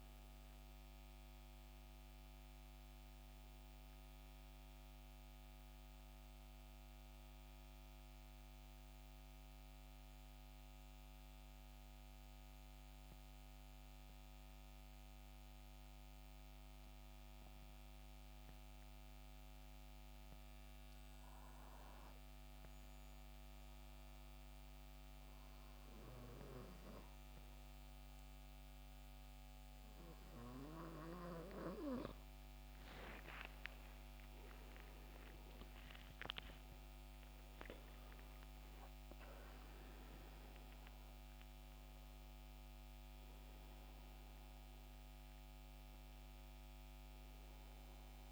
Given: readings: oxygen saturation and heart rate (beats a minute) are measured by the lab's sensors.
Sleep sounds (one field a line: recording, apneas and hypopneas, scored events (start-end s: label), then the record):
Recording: breathing in sleep by a microphone on the trachea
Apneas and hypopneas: 1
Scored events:
0.00-15.50 s: oxygen desaturation (device-marked, oxygen 84% lowest, heart rate 64 extreme)
3.00-31.50 s: mixed apnea (oxygen 93% before, 84% lowest, heart rate 77 before, 64 extreme, up 18 after)
30.50-48.32 s: oxygen desaturation (device-marked, oxygen 94% before, 84% lowest, heart rate 66 before, 63 extreme)
33.50-38.00 s: arousal
From the record:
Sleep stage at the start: N2 (light sleep)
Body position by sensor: on the back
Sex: male